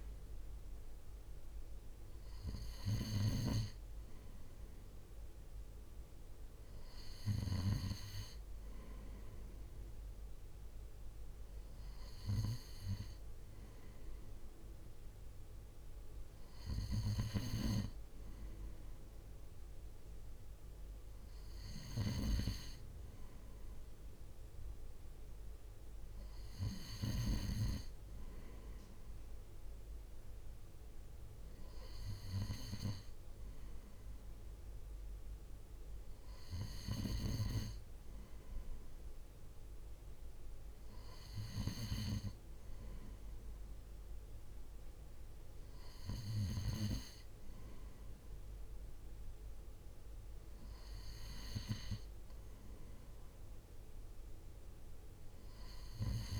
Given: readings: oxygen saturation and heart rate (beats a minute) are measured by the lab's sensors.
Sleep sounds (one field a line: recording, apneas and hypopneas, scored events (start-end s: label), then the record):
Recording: breathing in sleep by a room microphone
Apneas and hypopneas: none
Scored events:
41.50-56.39 s: new sleep stage, N3 (deep sleep)
From the record:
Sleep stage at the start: N2 (light sleep)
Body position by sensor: on the right side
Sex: male